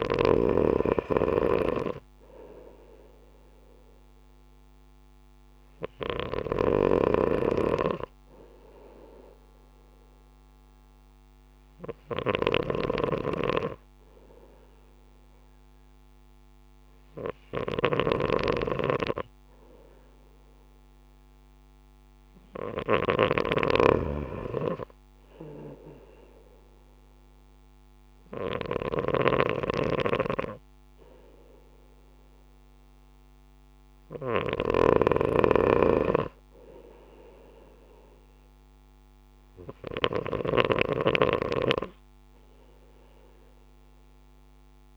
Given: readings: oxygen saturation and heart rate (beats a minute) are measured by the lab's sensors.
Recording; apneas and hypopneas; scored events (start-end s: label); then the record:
breathing in sleep by a microphone on the trachea; none
0.00-44.97 s: snoring (device-marked)
From the record:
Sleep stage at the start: N2 (light sleep); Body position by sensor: on the right side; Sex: male